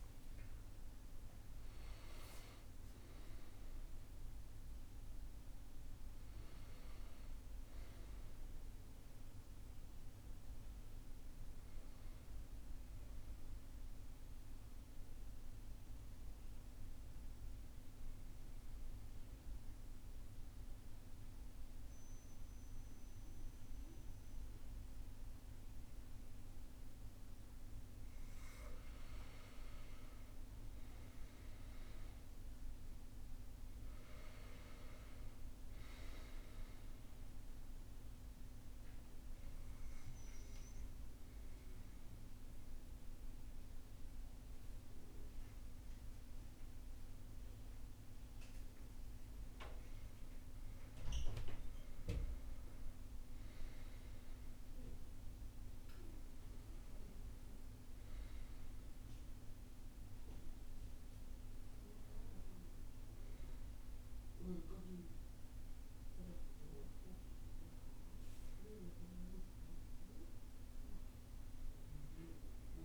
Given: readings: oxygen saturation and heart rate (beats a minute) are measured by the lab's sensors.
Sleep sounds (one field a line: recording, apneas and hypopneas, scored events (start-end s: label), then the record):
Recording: breathing in sleep, hard to hear, by a room microphone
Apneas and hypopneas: 2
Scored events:
0.00-7.50 s: oxygen desaturation (device-marked, oxygen 92% lowest)
12.50-27.50 s: hypopnea (oxygen 96% before, 92% lowest, heart rate 106 before, 54 extreme, up 5 after)
29.00-33.00 s: arousal
35.50-51.50 s: oxygen desaturation (device-marked, oxygen 99% before, 93% lowest, heart rate 58 before, 54 extreme)
37.50-49.50 s: obstructive apnea (oxygen 99% before, 93% lowest, heart rate 57 before, 54 extreme, up 5 after)
52.50-56.50 s: arousal
56.50-72.85 s: new sleep stage, N1 (lightest sleep)
From the record:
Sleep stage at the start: N2 (light sleep)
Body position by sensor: on the back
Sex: male